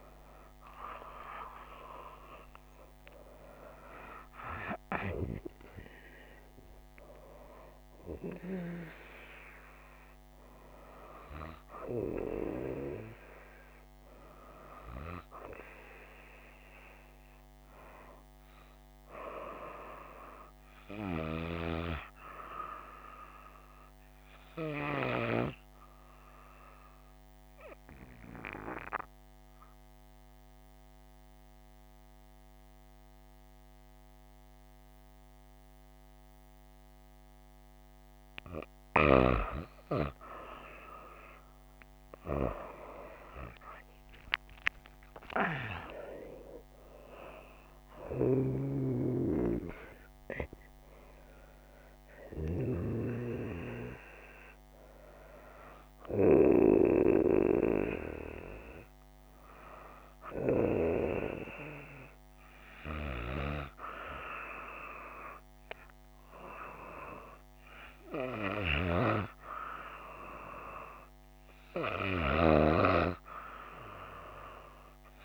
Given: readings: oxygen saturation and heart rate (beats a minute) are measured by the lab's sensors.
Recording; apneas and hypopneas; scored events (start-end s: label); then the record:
breathing in sleep by a microphone on the trachea; 1
27.50-39.00 s: obstructive apnea (oxygen 97% before, 93% lowest, heart rate 64 before, 58 extreme, up 4 after)
37.50-62.50 s: oxygen desaturation (device-marked, oxygen 96% before, 93% lowest, heart rate 62 before, 62 extreme)
41.50-45.50 s: arousal
From the record:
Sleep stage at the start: N2 (light sleep); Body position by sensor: on the right side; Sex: female